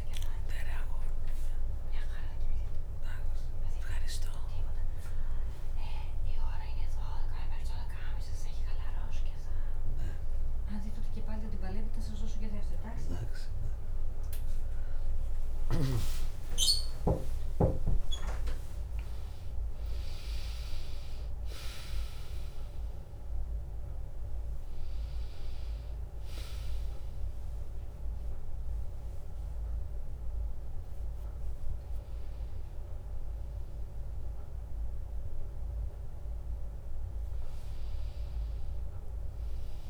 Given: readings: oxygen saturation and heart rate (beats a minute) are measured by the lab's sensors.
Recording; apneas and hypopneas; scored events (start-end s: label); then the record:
a person awake in a sleep study, by a room microphone; none
35.50-39.90 s: new sleep stage, N1 (lightest sleep)
From the record:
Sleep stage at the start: awake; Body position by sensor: on the back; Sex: female